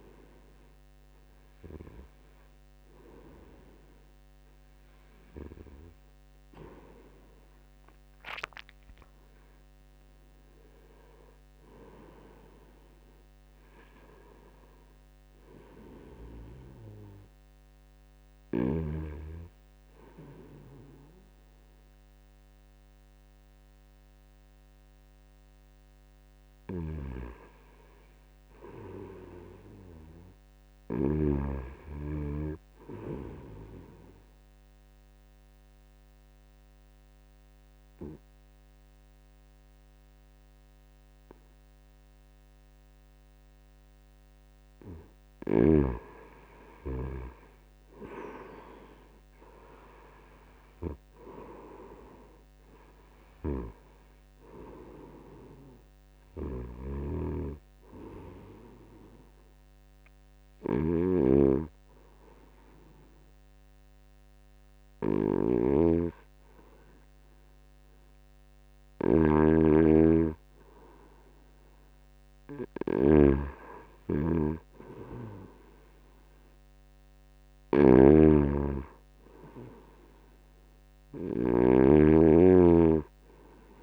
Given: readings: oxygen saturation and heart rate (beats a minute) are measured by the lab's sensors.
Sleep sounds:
breathing in sleep by a microphone on the trachea; 3
0.00-3.50 s: oxygen desaturation (device-marked, oxygen 91% lowest, heart rate 77 extreme)
8.50-12.00 s: arousal
11.50-83.83 s: new sleep stage, N2 (light sleep)
15.00-26.50 s: hypopnea (oxygen 96% before, 90% lowest, heart rate 81 before, 77 extreme, up 2 after)
26.50-31.50 s: snoring (device-marked)
28.50-31.50 s: arousal
34.50-45.50 s: obstructive apnea (oxygen 96% before, 90% lowest, heart rate 79 before, 77 extreme, up 3 after)
34.50-47.50 s: oxygen desaturation (device-marked, oxygen 95% before, 92% lowest, heart rate 79 before, 77 extreme)
48.00-52.00 s: arousal
54.50-71.50 s: oxygen desaturation (device-marked, oxygen 95% before, 90% lowest, heart rate 78 before, 77 extreme)
56.50-83.83 s: snoring (device-marked)
59.00-70.00 s: hypopnea (oxygen 95% before, 90% lowest, heart rate 79 before, 77 extreme, up 1 after)
71.50-74.50 s: arousal
From the record:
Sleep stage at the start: N1 (lightest sleep); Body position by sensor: on the back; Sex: male

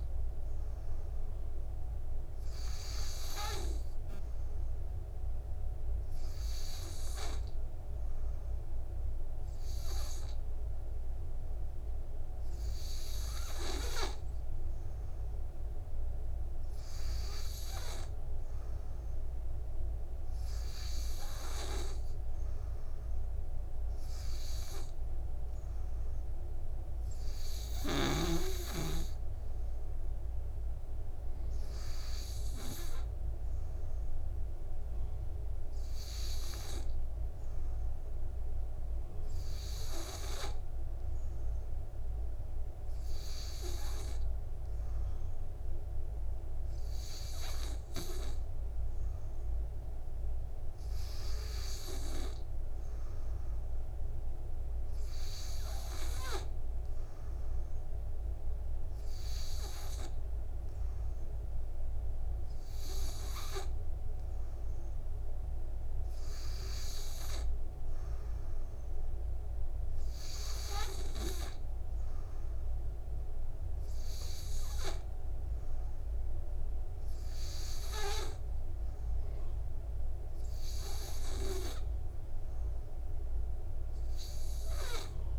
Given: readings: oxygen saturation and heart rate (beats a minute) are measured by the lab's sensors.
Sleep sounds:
breathing in sleep by a room microphone; none
0.00-7.50 s: oxygen desaturation (device-marked, oxygen 92% lowest, heart rate 52 extreme)
31.50-46.50 s: oxygen desaturation (device-marked, oxygen 94% before, 91% lowest, heart rate 55 before, 51 extreme)
From the record:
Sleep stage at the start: N2 (light sleep); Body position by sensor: on the back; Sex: male

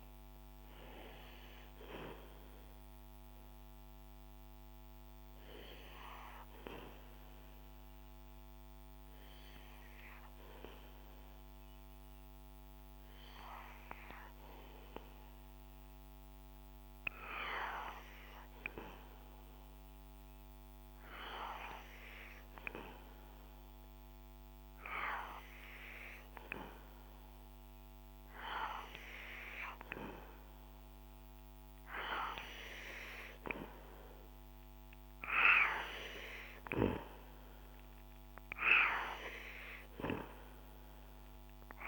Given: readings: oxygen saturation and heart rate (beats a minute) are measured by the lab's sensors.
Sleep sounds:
breathing in sleep by a microphone on the trachea; 1
0.00-21.00 s: oxygen desaturation (device-marked, oxygen 91% lowest, heart rate 61 extreme)
3.50-32.50 s: obstructive apnea (oxygen 96% before, 91% lowest, heart rate 64 before, 61 extreme, up 5 after)
35.00-41.88 s: oxygen desaturation (device-marked, oxygen 96% before, 92% lowest, heart rate 63 before, 62 extreme)
36.50-41.00 s: arousal
From the record:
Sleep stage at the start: N2 (light sleep); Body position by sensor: on the back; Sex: male

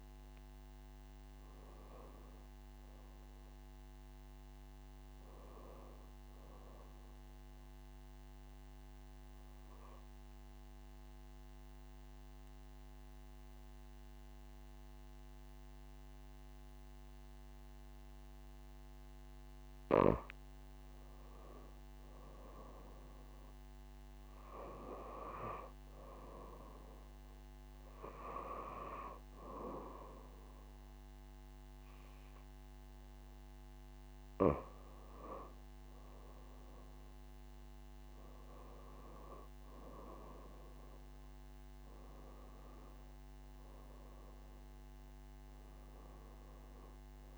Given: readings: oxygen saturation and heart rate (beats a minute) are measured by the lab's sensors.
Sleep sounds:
breathing in sleep by a microphone on the trachea; 1
0.00-3.50 s: oxygen desaturation (device-marked, oxygen 87% lowest)
4.50-47.38 s: new sleep stage, N2 (light sleep)
7.00-20.00 s: central apnea (oxygen 97% before, 91% lowest)
22.00-26.00 s: arousal
23.50-38.50 s: oxygen desaturation (device-marked, oxygen 97% before, 91% lowest)
44.00-47.38 s: arousal
From the record:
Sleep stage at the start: N1 (lightest sleep); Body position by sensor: on the back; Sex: female

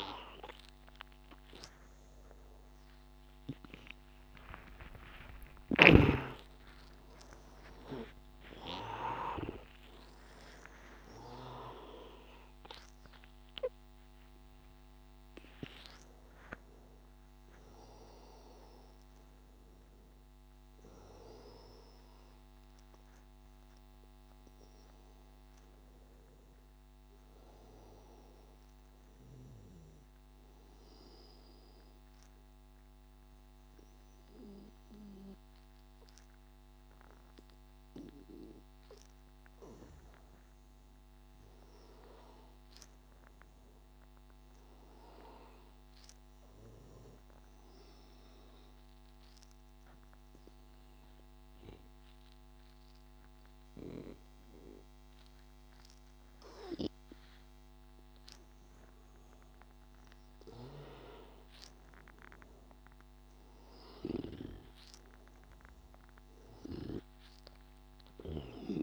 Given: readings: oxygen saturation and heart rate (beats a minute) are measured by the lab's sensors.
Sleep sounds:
a person partly awake in a sleep study, by a microphone on the trachea; 2
13.50-43.50 s: new sleep stage, N1 (lightest sleep)
14.50-16.50 s: long interval between heartbeats (device-marked, heart rate 104 before, 147 extreme)
31.00-41.00 s: obstructive apnea (oxygen 98% before, 89% lowest, heart rate 119 before, 88 extreme, up 6 after)
43.00-45.50 s: arousal
43.50-68.83 s: new sleep stage, N2 (light sleep)
47.50-61.50 s: oxygen desaturation (device-marked, oxygen 97% before, 91% lowest, heart rate 94 before, 81 extreme)
49.00-59.00 s: obstructive apnea (oxygen 98% before, 88% lowest, heart rate 94 before, 81 extreme, up 5 after)
60.50-64.50 s: arousal
From the record:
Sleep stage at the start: awake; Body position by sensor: on the back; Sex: male

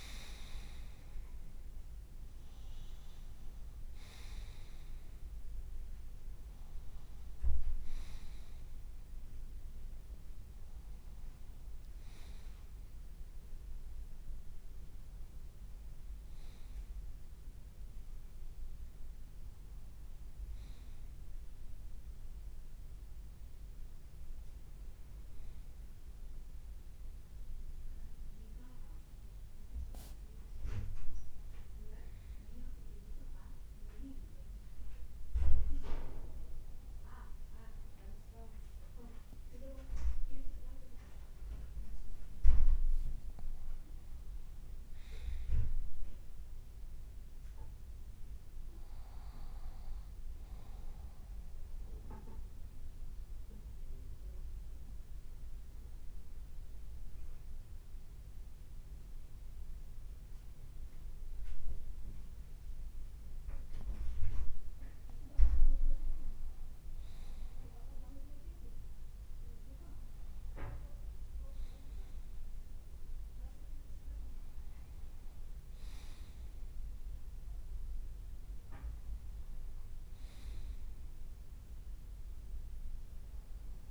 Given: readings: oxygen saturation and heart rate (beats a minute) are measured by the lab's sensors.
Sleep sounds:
breathing in sleep by a room microphone; 2
0.00-1.50 s: arousal
2.00-28.00 s: oxygen desaturation (device-marked, oxygen 94% before, 90% lowest, heart rate 56 before, 54 extreme)
24.50-38.50 s: hypopnea (oxygen 94% before, 90% lowest, heart rate 59 before, 54 extreme, up 0 after)
41.00-45.00 s: arousal
52.00-63.00 s: obstructive apnea (oxygen 97% before, 93% lowest, heart rate 56 before, 55 extreme, up 2 after)
65.50-70.50 s: arousal
From the record:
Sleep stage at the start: N2 (light sleep); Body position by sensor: on the right side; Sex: male

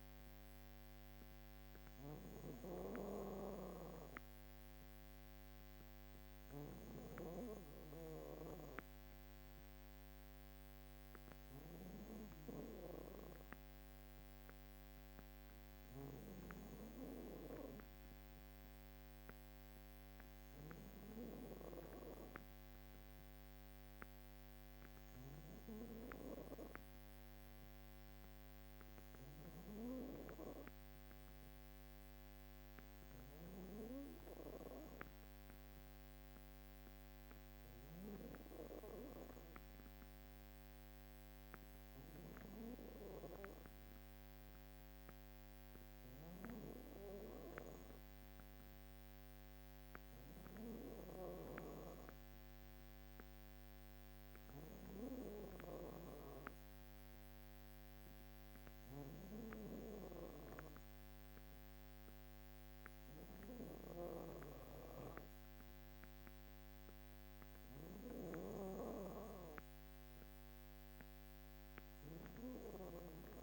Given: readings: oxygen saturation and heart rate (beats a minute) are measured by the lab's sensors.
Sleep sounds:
breathing in sleep by a microphone on the trachea; none
1.50-6.50 s: snoring (device-marked)
45.50-51.00 s: snoring (device-marked)
From the record:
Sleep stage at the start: N2 (light sleep); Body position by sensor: on the back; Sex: female

